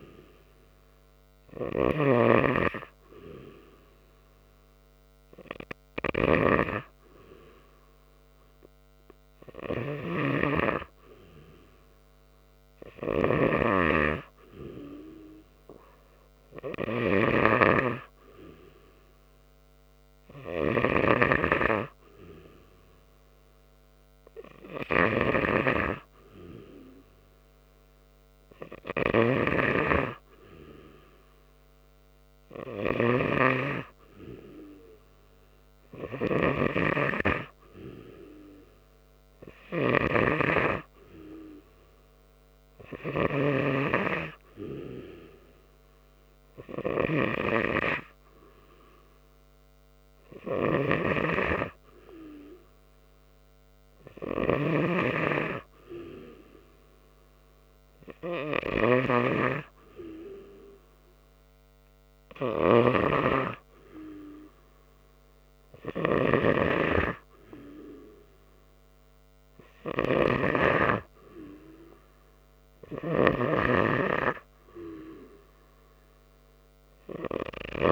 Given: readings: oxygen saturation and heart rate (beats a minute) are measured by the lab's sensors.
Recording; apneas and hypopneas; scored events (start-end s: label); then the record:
breathing in sleep by a microphone on the trachea; none
32.00-77.92 s: new sleep stage, N3 (deep sleep)
From the record:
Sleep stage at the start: N2 (light sleep); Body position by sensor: on the right side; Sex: male